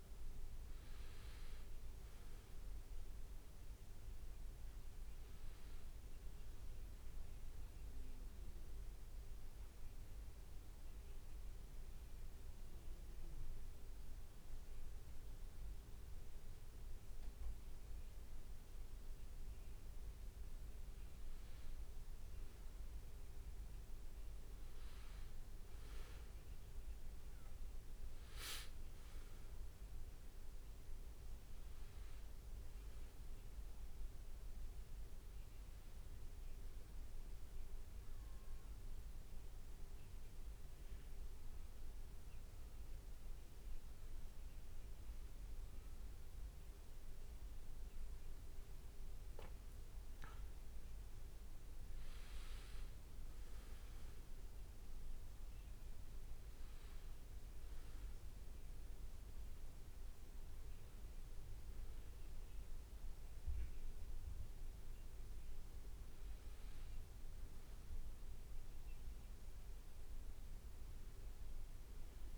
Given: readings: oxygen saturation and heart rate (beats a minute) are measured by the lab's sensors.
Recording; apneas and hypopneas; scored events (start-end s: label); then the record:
breathing in sleep, hard to hear, by a room microphone; 2
9.00-19.00 s: hypopnea (oxygen 97% before, 96% lowest, heart rate 61 before, 57 extreme, up 13 after)
21.50-25.00 s: arousal
27.50-30.00 s: leg movement (device-marked)
40.50-51.00 s: hypopnea (oxygen 98% before, 97% lowest, heart rate 63 before, 57 extreme, up 6 after)
53.50-57.00 s: arousal
From the record:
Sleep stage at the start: N2 (light sleep); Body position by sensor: on the back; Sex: male